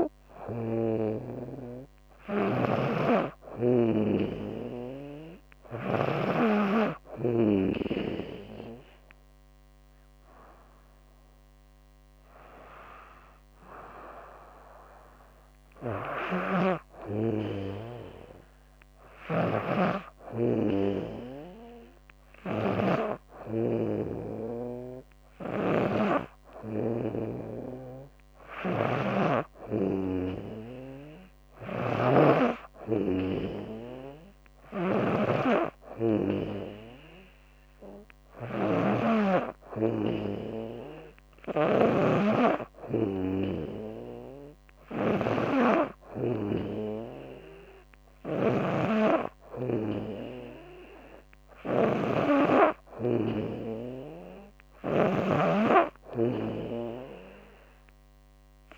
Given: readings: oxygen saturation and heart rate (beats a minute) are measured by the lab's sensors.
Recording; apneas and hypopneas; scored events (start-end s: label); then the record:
breathing in sleep by a microphone on the trachea; none
0.00-5.50 s: snoring (device-marked)
15.50-22.50 s: snoring (device-marked)
24.50-54.50 s: snoring (device-marked)
From the record:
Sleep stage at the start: N2 (light sleep); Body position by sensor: on the back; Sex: female